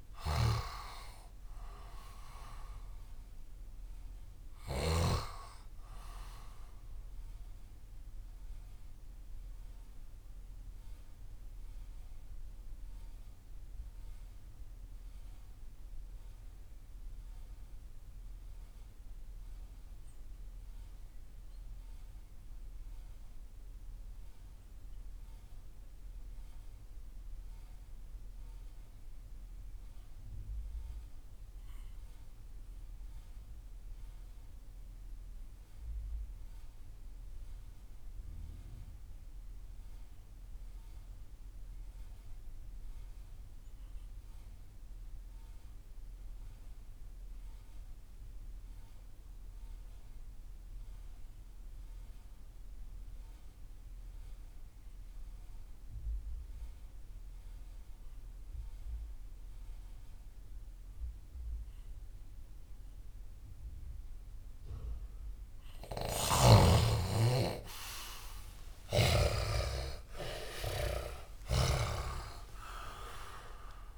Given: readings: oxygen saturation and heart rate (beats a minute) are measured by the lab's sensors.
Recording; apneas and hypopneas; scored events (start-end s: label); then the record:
breathing in sleep by a room microphone; 1
0.00-4.50 s: snoring (device-marked)
0.00-22.00 s: oxygen desaturation (device-marked, oxygen 70% lowest)
8.00-65.50 s: mixed apnea (oxygen 93% before, 65% lowest)
36.00-73.98 s: oxygen desaturation (device-marked, oxygen 98% before, 65% lowest)
65.50-69.00 s: snoring (device-marked)
67.50-72.00 s: arousal
71.00-73.98 s: snoring (device-marked)
From the record:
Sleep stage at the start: REM sleep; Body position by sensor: on the left side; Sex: male